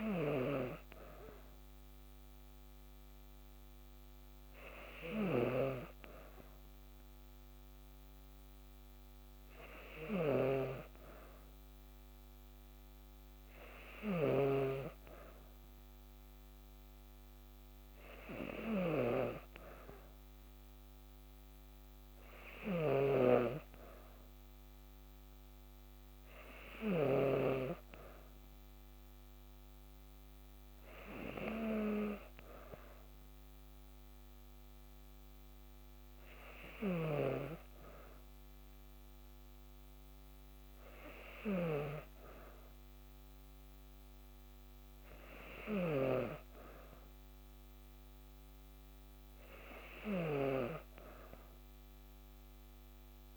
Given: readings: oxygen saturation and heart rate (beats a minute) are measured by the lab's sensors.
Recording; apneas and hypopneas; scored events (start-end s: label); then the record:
breathing in sleep by a microphone on the trachea; none
9.50-14.00 s: snoring (device-marked)
22.00-27.00 s: snoring (device-marked)
36.50-53.37 s: snoring (device-marked)
From the record:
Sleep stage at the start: N2 (light sleep); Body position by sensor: on the back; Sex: female